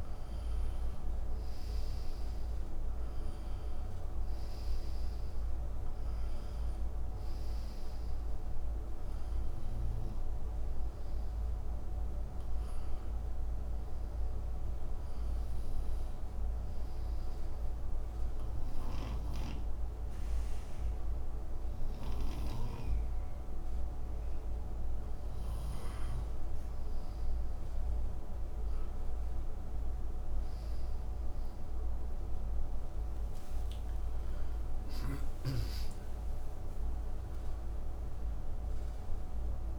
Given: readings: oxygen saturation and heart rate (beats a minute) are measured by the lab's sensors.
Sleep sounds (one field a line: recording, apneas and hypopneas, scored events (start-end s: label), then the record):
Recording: breathing in sleep, hard to hear, by a room microphone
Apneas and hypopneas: none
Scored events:
18.50-22.50 s: snoring (device-marked)
28.50-34.00 s: arousal
From the record:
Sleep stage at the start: N2 (light sleep)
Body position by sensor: on the right side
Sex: male